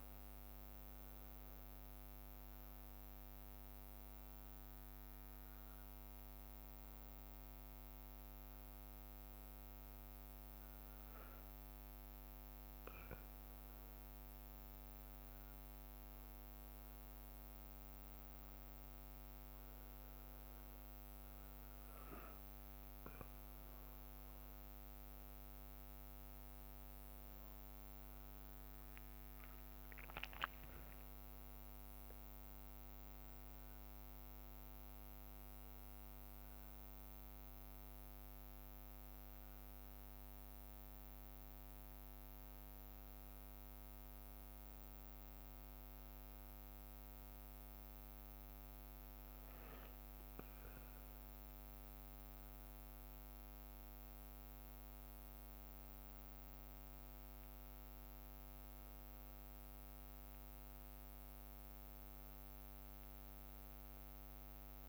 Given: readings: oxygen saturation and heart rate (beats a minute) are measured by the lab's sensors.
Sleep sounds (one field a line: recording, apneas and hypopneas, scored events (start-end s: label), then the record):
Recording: a person awake in a sleep study, hard to hear, by a microphone on the trachea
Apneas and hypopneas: none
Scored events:
none scored
From the record:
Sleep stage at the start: awake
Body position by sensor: on the back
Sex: male